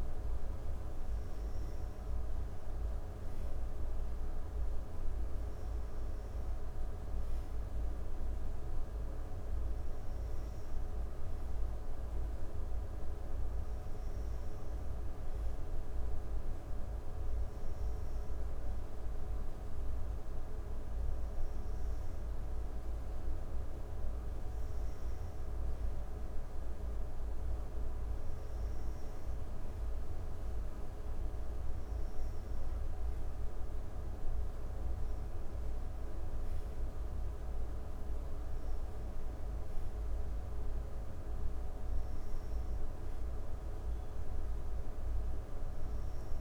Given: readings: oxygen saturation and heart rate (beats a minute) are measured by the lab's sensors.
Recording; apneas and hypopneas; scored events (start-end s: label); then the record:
a person awake in a sleep study, hard to hear, by a room microphone; none
none scored
From the record:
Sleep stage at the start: awake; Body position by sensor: on the back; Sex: female